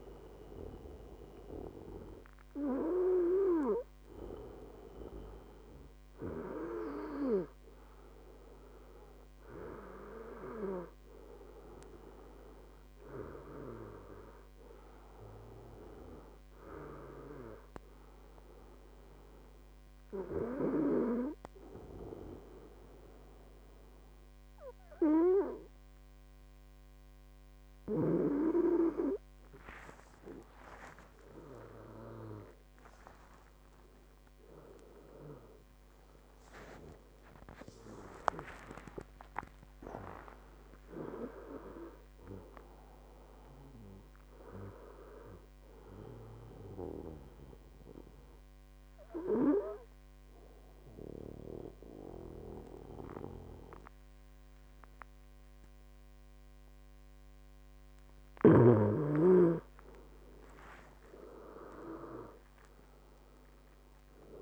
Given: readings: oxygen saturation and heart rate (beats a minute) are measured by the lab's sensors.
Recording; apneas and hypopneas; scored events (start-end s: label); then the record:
breathing in sleep by a microphone on the trachea; 2
18.00-30.50 s: obstructive apnea (oxygen 97% before, 93% lowest, heart rate 76 before, 69 extreme, up 8 after)
31.50-36.50 s: arousal
47.00-59.50 s: obstructive apnea (oxygen 96% before, 93% lowest, heart rate 80 before, 68 extreme, up 12 after)
61.50-64.42 s: arousal
From the record:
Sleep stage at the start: N2 (light sleep); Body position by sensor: on the right side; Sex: male